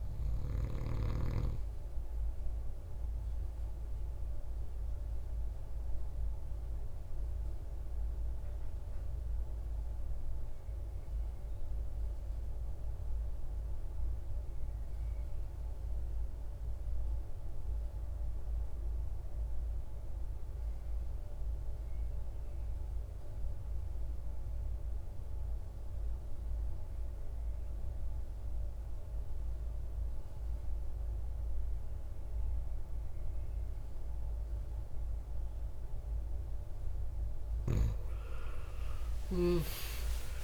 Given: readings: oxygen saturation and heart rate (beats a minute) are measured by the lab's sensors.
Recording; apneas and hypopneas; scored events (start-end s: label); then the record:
breathing in sleep by a room microphone; 1
3.00-35.50 s: obstructive apnea (oxygen 99% before, 82% lowest, heart rate 55 before, 55 extreme)
3.50-40.44 s: oxygen desaturation (device-marked, oxygen 97% before, 82% lowest, heart rate 55 before, 53 extreme)
39.00-40.44 s: arousal
From the record:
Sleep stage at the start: REM sleep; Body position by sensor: on the right side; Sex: male